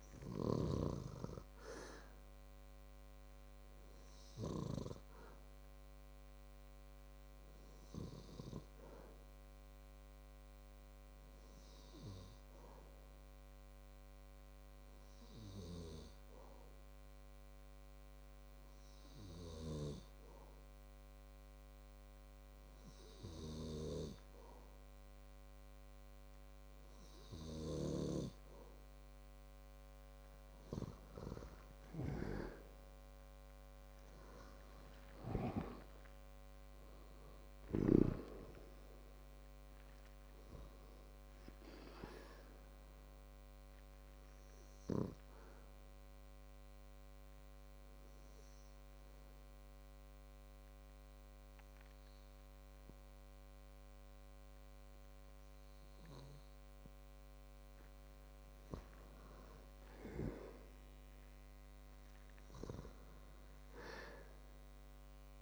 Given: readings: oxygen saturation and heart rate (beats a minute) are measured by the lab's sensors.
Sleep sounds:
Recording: breathing in sleep by a microphone on the trachea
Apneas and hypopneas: 2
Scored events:
0.00-2.50 s: oxygen desaturation (device-marked, oxygen 94% lowest, heart rate 57 extreme)
6.50-30.50 s: obstructive apnea (oxygen 97% before, 94% lowest, heart rate 60 before, 53 extreme, up 13 after)
33.00-37.50 s: arousal
43.50-57.00 s: obstructive apnea (oxygen 97% before, 94% lowest, heart rate 64 before, 53 extreme, up 12 after)
59.50-63.00 s: arousal
From the record:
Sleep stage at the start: N2 (light sleep)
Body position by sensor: on the back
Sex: male

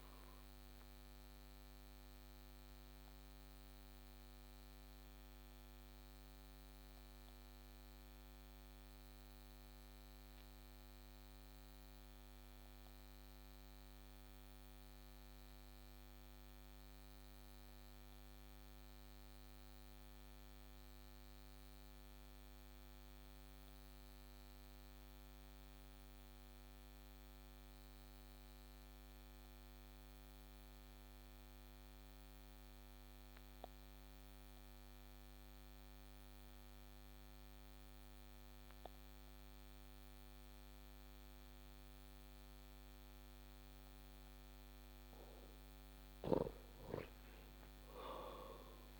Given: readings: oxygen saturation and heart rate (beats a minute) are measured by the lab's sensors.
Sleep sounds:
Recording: breathing in sleep, hard to hear, by a microphone on the trachea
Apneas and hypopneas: 1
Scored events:
0.00-23.00 s: oxygen desaturation (device-marked, oxygen 89% lowest)
1.00-44.50 s: obstructive apnea (oxygen 97% before, 89% lowest)
46.50-49.00 s: arousal
From the record:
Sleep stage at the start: N2 (light sleep)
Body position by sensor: on the back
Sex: male

